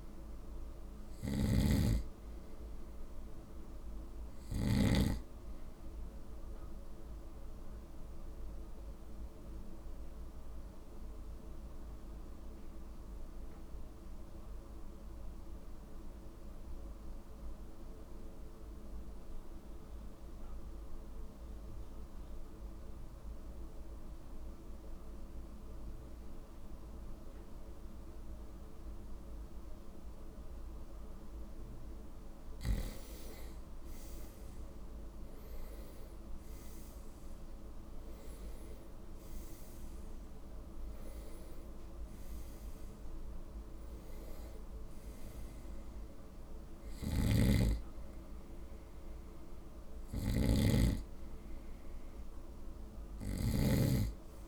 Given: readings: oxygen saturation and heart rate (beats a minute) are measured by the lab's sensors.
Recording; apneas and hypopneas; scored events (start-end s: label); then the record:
breathing in sleep by a room microphone; 1
0.00-5.00 s: snoring (device-marked)
6.50-31.00 s: obstructive apnea (oxygen 97% before, 91% lowest, heart rate 59 before, 54 extreme, up 7 after)
33.50-37.00 s: arousal
35.00-54.48 s: oxygen desaturation (device-marked, oxygen 96% before, 91% lowest, heart rate 55 before, 55 extreme)
47.00-54.48 s: snoring (device-marked)
From the record:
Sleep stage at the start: N2 (light sleep); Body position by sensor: on the right side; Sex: male